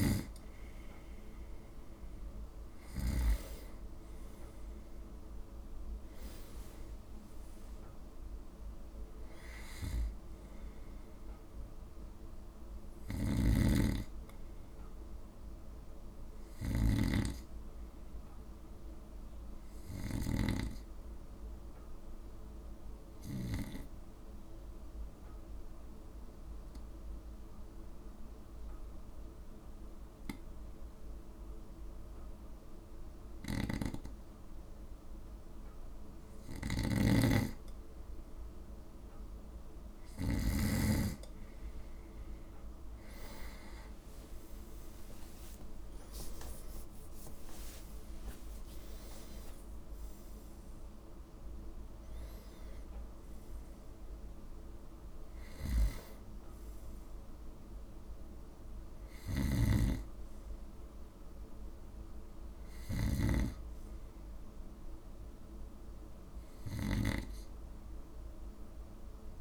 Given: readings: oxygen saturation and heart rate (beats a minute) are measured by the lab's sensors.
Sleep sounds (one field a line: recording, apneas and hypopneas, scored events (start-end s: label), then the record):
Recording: breathing in sleep by a room microphone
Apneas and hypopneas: 1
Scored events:
0.00-3.50 s: snoring (device-marked)
13.00-20.50 s: snoring (device-marked)
20.50-23.50 s: arousal
24.50-36.50 s: obstructive apnea (oxygen 94% before, 92% lowest, heart rate 57 before, 52 extreme, up 5 after)
33.50-40.50 s: snoring (device-marked)
44.50-48.50 s: arousal
44.50-69.41 s: oxygen desaturation (device-marked, oxygen 96% before, 92% lowest, heart rate 54 before, 53 extreme)
55.50-67.00 s: snoring (device-marked)
From the record:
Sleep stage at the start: N2 (light sleep)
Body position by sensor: on the right side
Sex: male